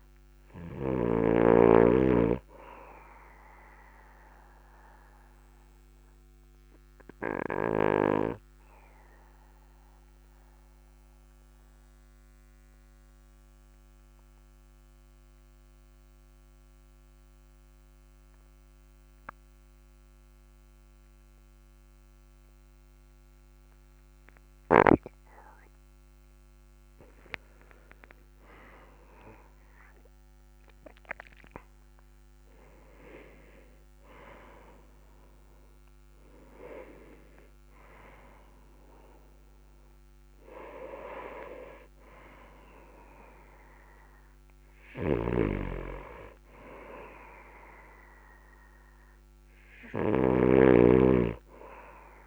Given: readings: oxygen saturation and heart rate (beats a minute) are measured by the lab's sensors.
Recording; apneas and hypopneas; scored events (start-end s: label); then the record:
breathing in sleep by a microphone on the trachea; 1
0.00-2.00 s: snoring (device-marked)
4.00-25.00 s: obstructive apnea (oxygen 99% before, 97% lowest, heart rate 49 before, 41 extreme, up 6 after)
28.00-32.00 s: arousal
45.50-51.00 s: snoring (device-marked)
From the record:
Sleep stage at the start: N2 (light sleep); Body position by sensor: on the back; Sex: male